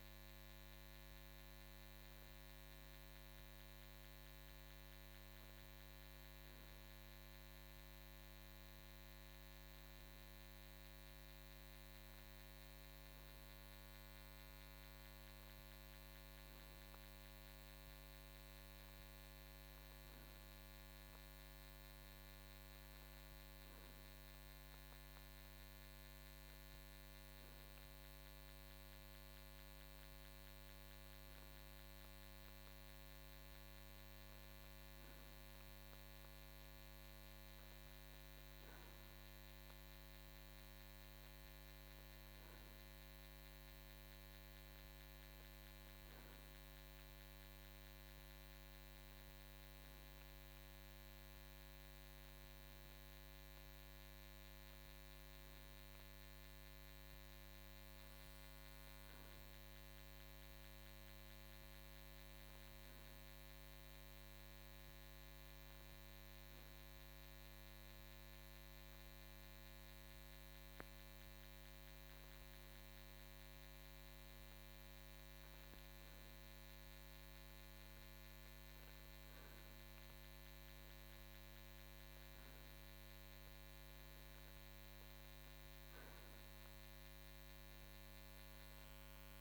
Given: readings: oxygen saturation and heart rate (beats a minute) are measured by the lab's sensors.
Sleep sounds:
breathing in sleep, hard to hear, by a microphone on the trachea; none
none scored
From the record:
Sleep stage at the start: REM sleep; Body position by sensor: on the right side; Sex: male

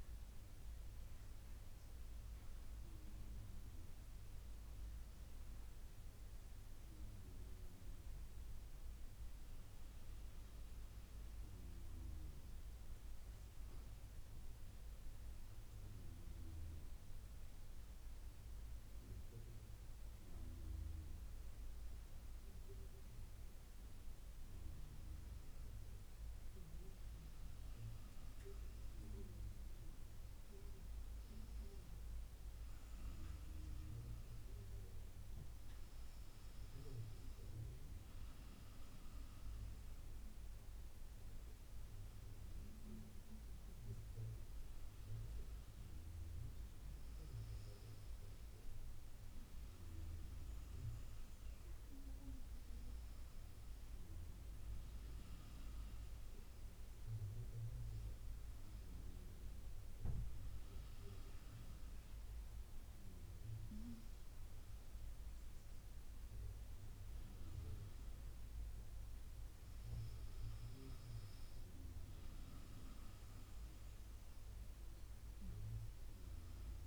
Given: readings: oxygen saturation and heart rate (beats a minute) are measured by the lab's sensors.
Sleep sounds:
breathing in sleep, hard to hear, by a room microphone; none
35.00-45.00 s: drop in pulse transit time (device-marked, heart rate 74 before, 75 extreme)
From the record:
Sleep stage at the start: N2 (light sleep); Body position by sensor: on the right side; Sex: female

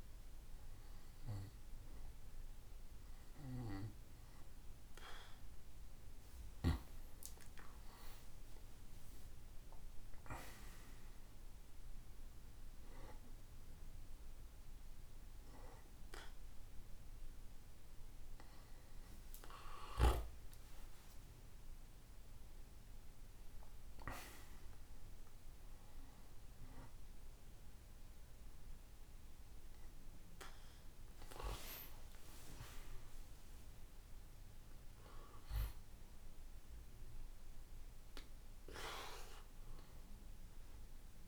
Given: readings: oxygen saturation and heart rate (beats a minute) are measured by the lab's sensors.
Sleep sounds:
breathing in sleep by a room microphone; none
0.00-4.00 s: oxygen desaturation (device-marked, oxygen 93% lowest, heart rate 64 extreme)
19.00-22.50 s: arousal
From the record:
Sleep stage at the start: N1 (lightest sleep); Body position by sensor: on the back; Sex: male

